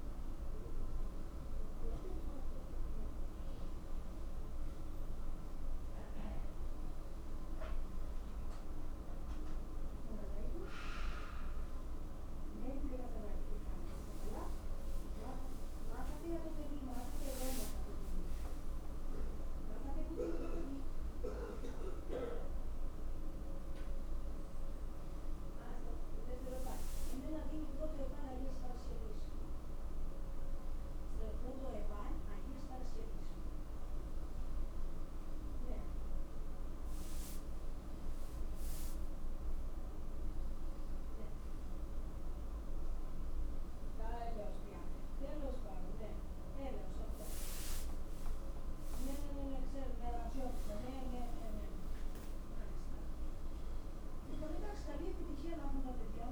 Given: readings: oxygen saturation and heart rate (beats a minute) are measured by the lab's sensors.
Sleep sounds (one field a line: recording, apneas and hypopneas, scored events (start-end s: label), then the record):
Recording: breathing in sleep by a room microphone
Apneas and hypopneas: none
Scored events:
0.00-7.50 s: oxygen desaturation (device-marked, oxygen 89% lowest, heart rate 83 extreme)
From the record:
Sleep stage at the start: N1 (lightest sleep)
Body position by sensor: on the right side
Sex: male